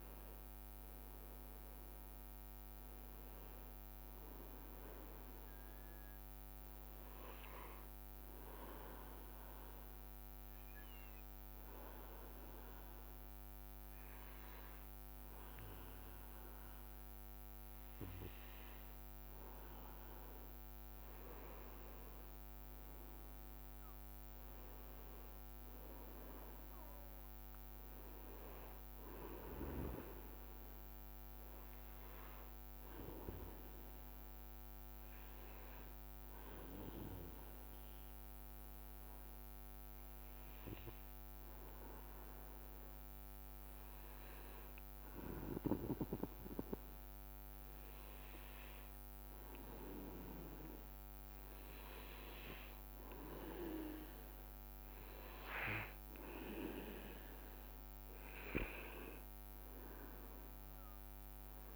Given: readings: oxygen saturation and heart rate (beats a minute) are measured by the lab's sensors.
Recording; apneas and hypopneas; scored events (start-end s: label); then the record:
breathing in sleep by a microphone on the trachea; 2
0.00-15.50 s: oxygen desaturation (device-marked, oxygen 94% lowest, heart rate 59 extreme)
8.50-19.50 s: obstructive apnea (oxygen 97% before, 94% lowest, heart rate 65 before, 59 extreme, up 9 after)
19.00-20.00 s: leg movement (device-marked)
23.50-28.00 s: arousal
33.00-50.50 s: hypopnea (oxygen 98% before, 94% lowest, heart rate 65 before, 59 extreme, up 5 after)
50.50-55.50 s: oxygen desaturation (device-marked, oxygen 98% before, 94% lowest, heart rate 62 before, 59 extreme)
54.00-59.00 s: arousal
From the record:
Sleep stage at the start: N2 (light sleep); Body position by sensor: on the back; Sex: male